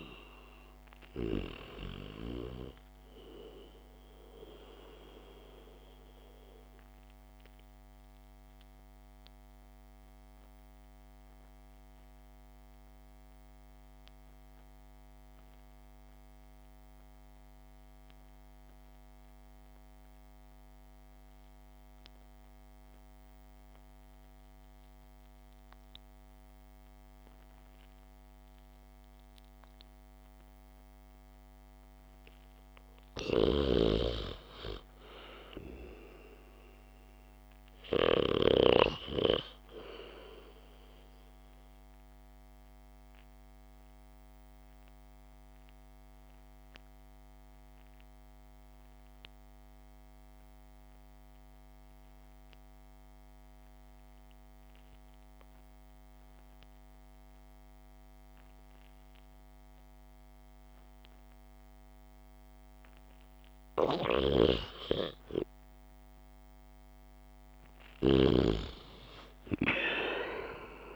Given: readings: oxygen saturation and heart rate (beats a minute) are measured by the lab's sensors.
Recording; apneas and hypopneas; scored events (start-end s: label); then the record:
breathing in sleep by a microphone on the trachea; 2
0.00-15.00 s: oxygen desaturation (device-marked, oxygen 92% lowest, heart rate 51 extreme)
7.50-32.00 s: obstructive apnea (oxygen 98% before, 92% lowest, heart rate 58 before, 44 extreme)
34.00-37.50 s: arousal
42.00-62.50 s: obstructive apnea (oxygen 99% before, 94% lowest, heart rate 55 before, 51 extreme, up 1 after)
64.00-68.50 s: snoring (device-marked)
65.00-69.50 s: arousal
69.00-70.96 s: oxygen desaturation (device-marked, oxygen 98% before, 94% lowest, heart rate 58 before, 52 extreme)
From the record:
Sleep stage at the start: REM sleep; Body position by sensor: on the back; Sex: male